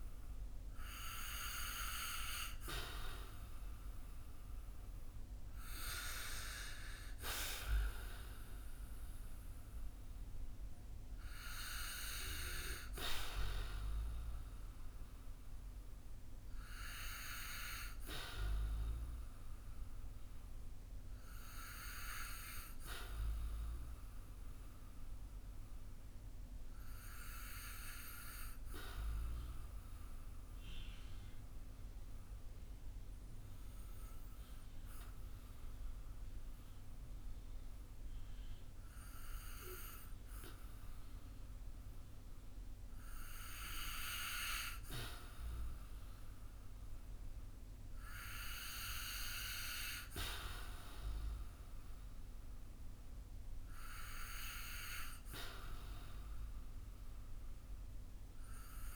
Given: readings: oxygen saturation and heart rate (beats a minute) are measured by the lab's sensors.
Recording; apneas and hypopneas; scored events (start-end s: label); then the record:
breathing in sleep by a room microphone; 1
25.00-42.50 s: obstructive apnea (oxygen 94% before, 88% lowest, heart rate 59 before, 52 extreme, up 9 after)
42.50-48.00 s: arousal
From the record:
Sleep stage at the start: REM sleep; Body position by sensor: on the back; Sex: male